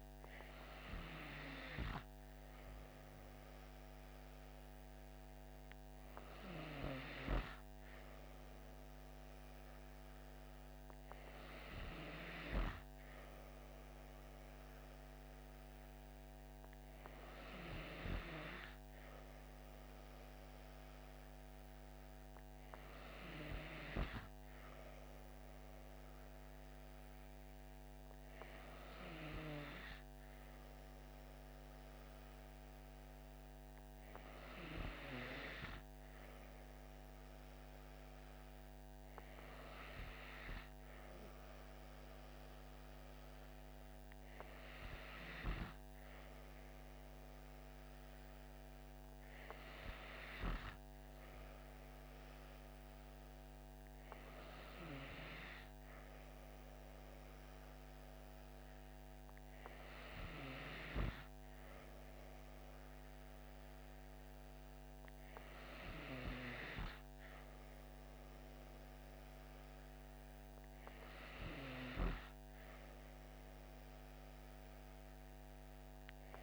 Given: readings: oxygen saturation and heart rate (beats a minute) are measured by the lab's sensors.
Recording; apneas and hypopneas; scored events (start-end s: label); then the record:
breathing in sleep by a microphone on the trachea; none
none scored
From the record:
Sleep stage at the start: N2 (light sleep); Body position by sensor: on the back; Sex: female